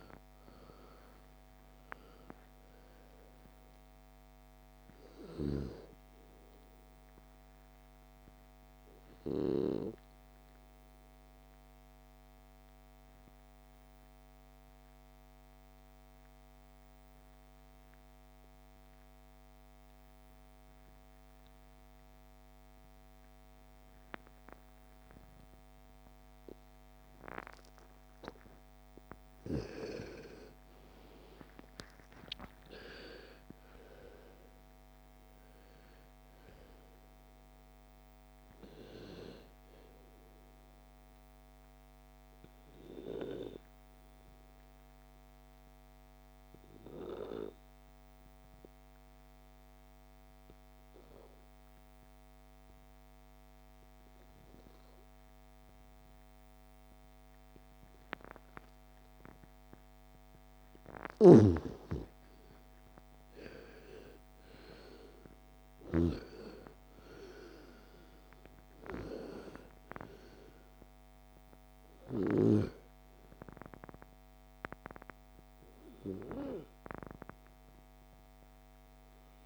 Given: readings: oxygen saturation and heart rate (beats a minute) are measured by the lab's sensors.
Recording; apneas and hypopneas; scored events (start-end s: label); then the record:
breathing in sleep by a microphone on the trachea; 2
0.00-24.00 s: oxygen desaturation (device-marked, oxygen 82% lowest, heart rate 46 extreme)
11.00-28.00 s: obstructive apnea (oxygen 99% before, 82% lowest, heart rate 68 before, 41 extreme, up 28 after)
29.50-33.50 s: arousal
40.00-55.00 s: oxygen desaturation (device-marked, oxygen 97% before, 84% lowest, heart rate 56 before, 37 extreme)
45.00-61.00 s: obstructive apnea (oxygen 99% before, 84% lowest, heart rate 58 before, 37 extreme, up 27 after)
62.50-65.50 s: arousal
69.00-79.46 s: oxygen desaturation (device-marked, oxygen 98% before, 86% lowest, heart rate 45 before, 37 extreme)
From the record:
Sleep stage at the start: N2 (light sleep); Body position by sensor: on the back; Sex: female